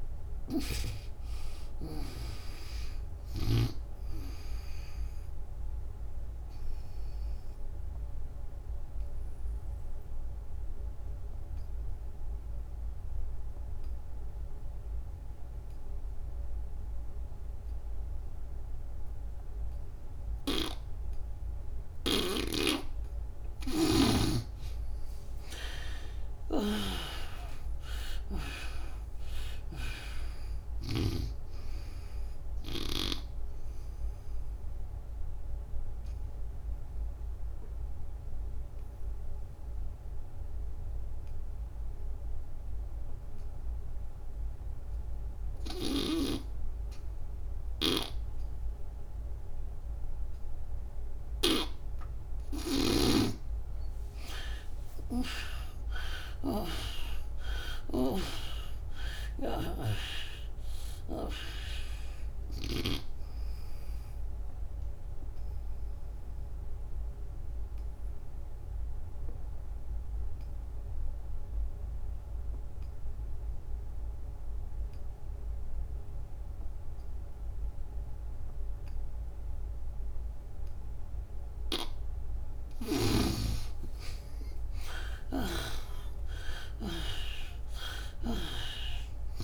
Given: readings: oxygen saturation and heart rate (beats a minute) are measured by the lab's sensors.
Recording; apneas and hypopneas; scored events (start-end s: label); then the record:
breathing in sleep by a room microphone; 3
0.00-3.50 s: snoring (device-marked)
0.00-15.50 s: oxygen desaturation (device-marked, oxygen 77% lowest, heart rate 69 extreme)
6.00-23.00 s: obstructive apnea (oxygen 98% before, 74% lowest, heart rate 95 before, 69 extreme, up 47 after)
25.00-29.00 s: arousal
30.50-50.50 s: oxygen desaturation (device-marked, oxygen 97% before, 74% lowest, heart rate 84 before, 68 extreme)
34.00-51.50 s: obstructive apnea (oxygen 97% before, 74% lowest, heart rate 91 before, 68 extreme, up 35 after)
56.50-60.50 s: arousal
59.00-62.50 s: snoring (device-marked)
60.50-74.50 s: oxygen desaturation (device-marked, oxygen 96% before, 75% lowest, heart rate 93 before, 68 extreme)
63.50-82.50 s: obstructive apnea (oxygen 96% before, 75% lowest, heart rate 96 before, 66 extreme)
83.50-89.44 s: oxygen desaturation (device-marked, oxygen 98% before, 76% lowest, heart rate 98 before, 66 extreme)
84.00-87.50 s: arousal
85.00-89.44 s: snoring (device-marked)
From the record:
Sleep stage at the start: N2 (light sleep); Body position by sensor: on the back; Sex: female